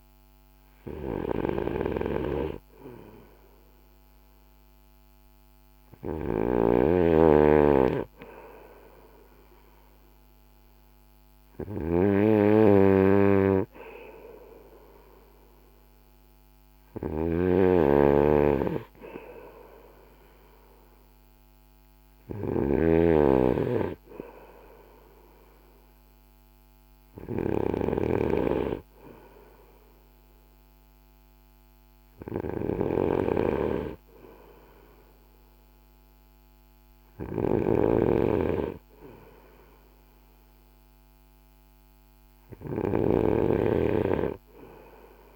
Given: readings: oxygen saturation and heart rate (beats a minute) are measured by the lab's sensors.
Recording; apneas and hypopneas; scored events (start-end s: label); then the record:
breathing in sleep by a microphone on the trachea; none
16.00-22.00 s: snoring (device-marked)
From the record:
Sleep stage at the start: N2 (light sleep); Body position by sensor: on the right side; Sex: male